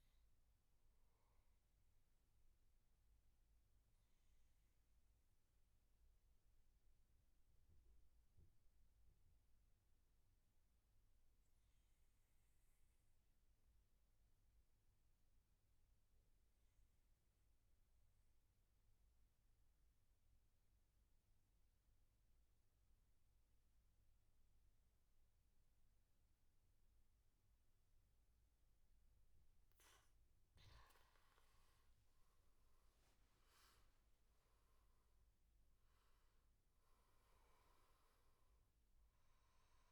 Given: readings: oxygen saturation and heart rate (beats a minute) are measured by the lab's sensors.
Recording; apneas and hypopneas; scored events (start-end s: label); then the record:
breathing in sleep, hard to hear, by a room microphone; 1
0.00-10.50 s: oxygen desaturation (device-marked, oxygen 93% lowest, heart rate 72 extreme)
1.00-28.00 s: obstructive apnea (oxygen 98% before, 91% lowest, heart rate 82 before, 69 extreme, up 14 after)
25.50-39.92 s: oxygen desaturation (device-marked, oxygen 98% before, 91% lowest, heart rate 75 before, 69 extreme)
31.00-35.00 s: arousal
From the record:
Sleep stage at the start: N2 (light sleep); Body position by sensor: on the back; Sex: male